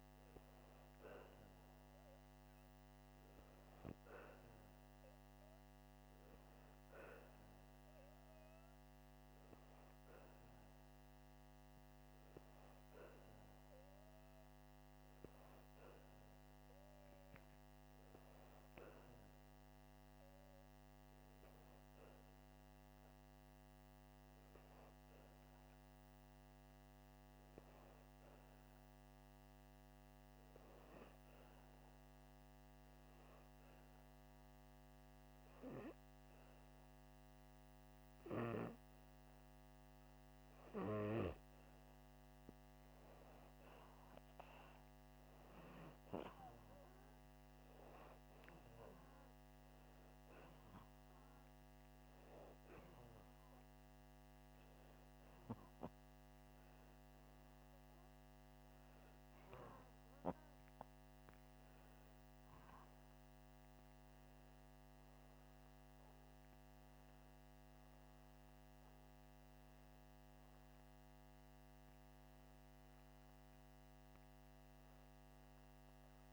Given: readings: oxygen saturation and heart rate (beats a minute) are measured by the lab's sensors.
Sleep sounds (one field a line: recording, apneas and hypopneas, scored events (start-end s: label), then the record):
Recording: breathing in sleep by a microphone on the trachea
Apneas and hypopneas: 1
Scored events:
0.00-15.00 s: oxygen desaturation (device-marked, oxygen 93% lowest, heart rate 80 extreme)
24.50-27.00 s: arousal
32.50-43.00 s: hypopnea (oxygen 97% before, 93% lowest, heart rate 83 before, 82 extreme, up 2 after)
42.00-70.00 s: oxygen desaturation (device-marked, oxygen 97% before, 93% lowest, heart rate 82 before, 76 extreme)
45.00-48.00 s: arousal
From the record:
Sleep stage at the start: N2 (light sleep)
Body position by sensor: upright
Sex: male